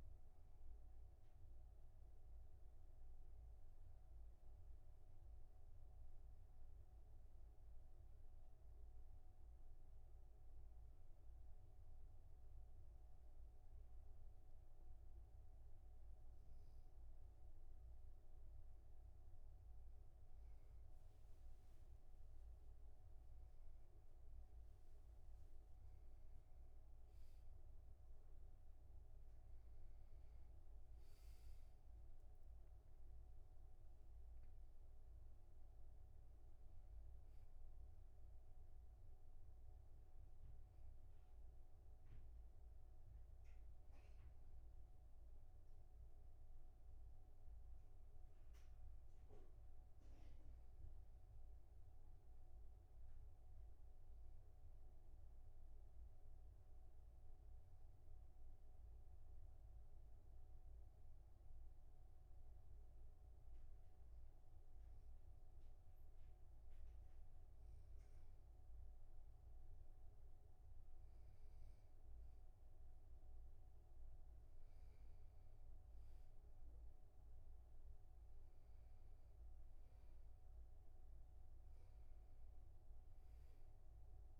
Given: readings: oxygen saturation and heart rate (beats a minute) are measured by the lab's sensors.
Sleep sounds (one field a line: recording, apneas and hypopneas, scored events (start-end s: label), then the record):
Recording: breathing in sleep, hard to hear, by a room microphone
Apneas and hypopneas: 2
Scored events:
8.50-20.00 s: obstructive apnea (oxygen 97% before, 95% lowest, heart rate 49 before, 46 extreme, up 10 after)
29.50-33.50 s: arousal
57.00-70.50 s: obstructive apnea (oxygen 98% before, 96% lowest, heart rate 51 before, 43 extreme, up 7 after)
72.50-76.00 s: arousal
From the record:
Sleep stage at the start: N2 (light sleep)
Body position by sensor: on the back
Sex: male